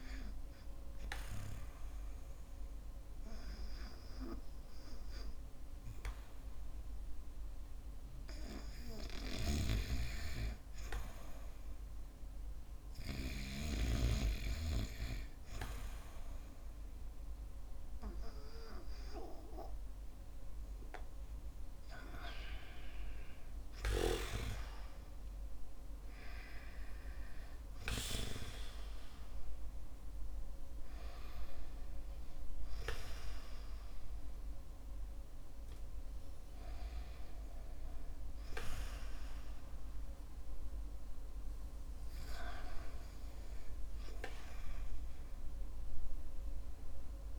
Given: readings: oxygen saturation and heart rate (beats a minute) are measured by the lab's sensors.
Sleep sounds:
breathing in sleep by a room microphone; none
27.00-30.50 s: arousal
From the record:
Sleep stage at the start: REM sleep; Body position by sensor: on the back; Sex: male

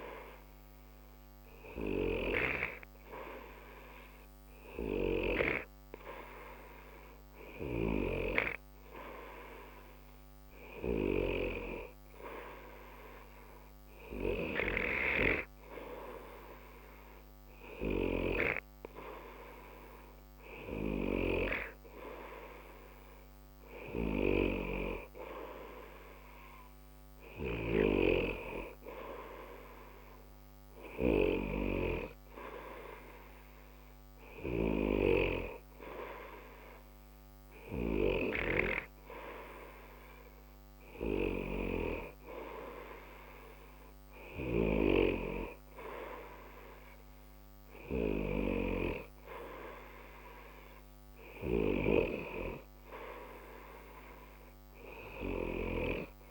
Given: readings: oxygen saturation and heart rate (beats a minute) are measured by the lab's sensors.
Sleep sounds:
breathing in sleep by a microphone on the trachea; none
none scored
From the record:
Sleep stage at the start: N2 (light sleep); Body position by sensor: on the right side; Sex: male

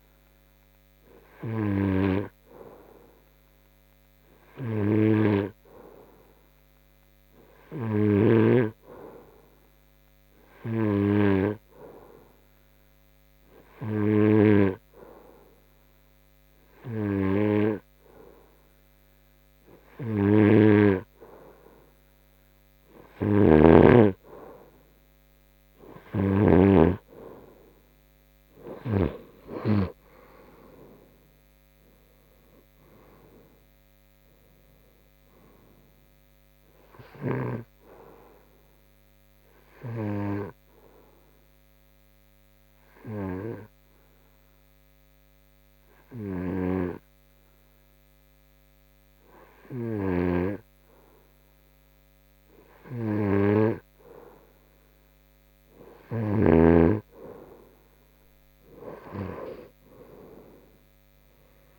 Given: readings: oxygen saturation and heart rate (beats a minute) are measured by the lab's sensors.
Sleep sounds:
breathing in sleep by a microphone on the trachea; 1
27.00-31.00 s: arousal
37.50-54.00 s: hypopnea (oxygen 92% before, 91% lowest, heart rate 78 before, 74 extreme, up 4 after)
57.00-61.00 s: arousal
From the record:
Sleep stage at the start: N2 (light sleep); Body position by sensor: on the front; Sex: male

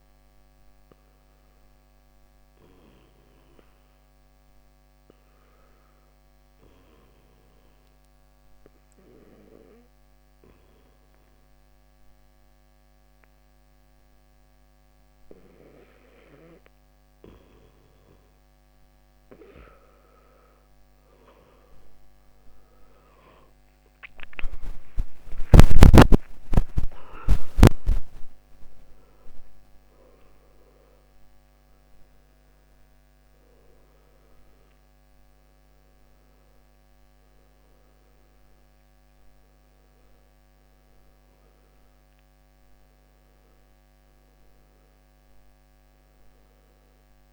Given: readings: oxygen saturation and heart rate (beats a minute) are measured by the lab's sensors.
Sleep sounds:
breathing in sleep by a microphone on the trachea; 1
0.00-2.50 s: oxygen desaturation (device-marked, oxygen 87% lowest, heart rate 61 extreme)
7.50-19.50 s: obstructive apnea (oxygen 94% before, 86% lowest, heart rate 64 before, 62 extreme, up 13 after)
24.00-27.00 s: arousal
27.50-37.50 s: oxygen desaturation (device-marked, oxygen 91% before, 87% lowest, heart rate 64 before, 59 extreme)
From the record:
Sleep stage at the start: N2 (light sleep); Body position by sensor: on the back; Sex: male

